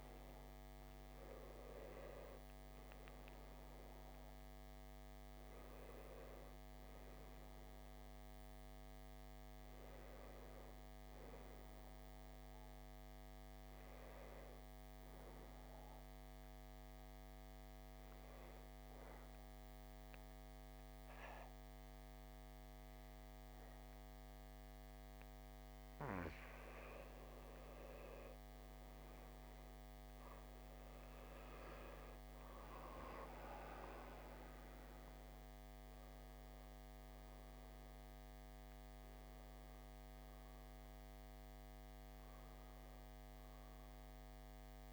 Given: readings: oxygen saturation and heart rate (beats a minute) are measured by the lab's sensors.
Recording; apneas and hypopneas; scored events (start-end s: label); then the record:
breathing in sleep by a microphone on the trachea; 1
0.00-13.50 s: oxygen desaturation (device-marked, oxygen 88% lowest, heart rate 56 extreme)
0.50-4.50 s: arousal
16.00-27.50 s: hypopnea (oxygen 95% before, 89% lowest, heart rate 70 before, 56 extreme, up 11 after)
30.50-35.00 s: arousal
34.50-44.93 s: oxygen desaturation (device-marked, oxygen 95% before, 89% lowest, heart rate 59 before, 56 extreme)
From the record:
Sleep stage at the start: N2 (light sleep); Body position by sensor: on the back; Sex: male